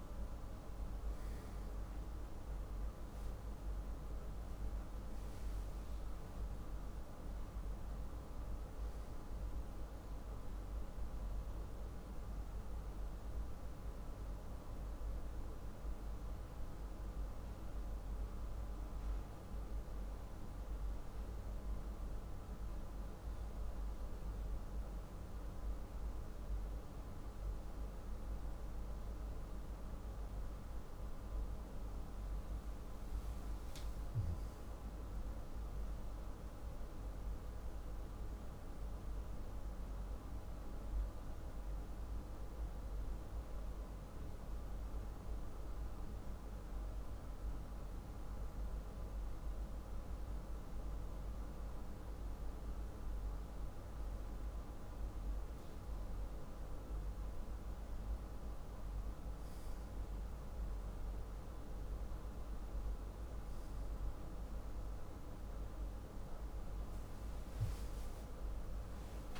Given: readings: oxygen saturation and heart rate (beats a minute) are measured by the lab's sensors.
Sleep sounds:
breathing in sleep, hard to hear, by a room microphone; 2
0.00-10.50 s: oxygen desaturation (device-marked, oxygen 94% lowest, heart rate 43 extreme)
12.50-27.00 s: hypopnea (oxygen 98% before, 96% lowest, heart rate 57 before, 43 extreme, up 10 after)
31.50-35.50 s: arousal
41.50-56.00 s: hypopnea (oxygen 98% before, 95% lowest, heart rate 50 before, 43 extreme, up 7 after)
68.00-69.40 s: arousal
From the record:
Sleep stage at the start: N2 (light sleep); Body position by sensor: on the back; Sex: male

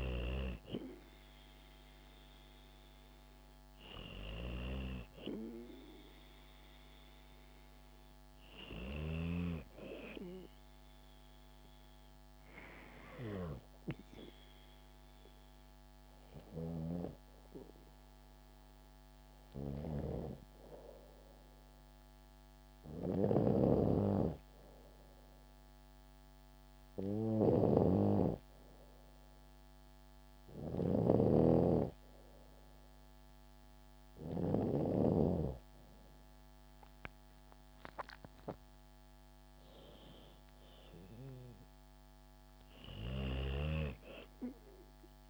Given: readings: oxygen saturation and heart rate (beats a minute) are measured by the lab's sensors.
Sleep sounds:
breathing in sleep by a microphone on the trachea; 1
0.00-13.00 s: oxygen desaturation (device-marked, oxygen 97% before, 93% lowest, heart rate 68 before, 66 extreme)
10.00-20.00 s: hypopnea (oxygen 97% before, 93% lowest, heart rate 65 before, 70 extreme, up 2 after)
22.00-25.50 s: arousal
22.50-34.00 s: snoring (device-marked)
From the record:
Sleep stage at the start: N2 (light sleep); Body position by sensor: on the back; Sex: female

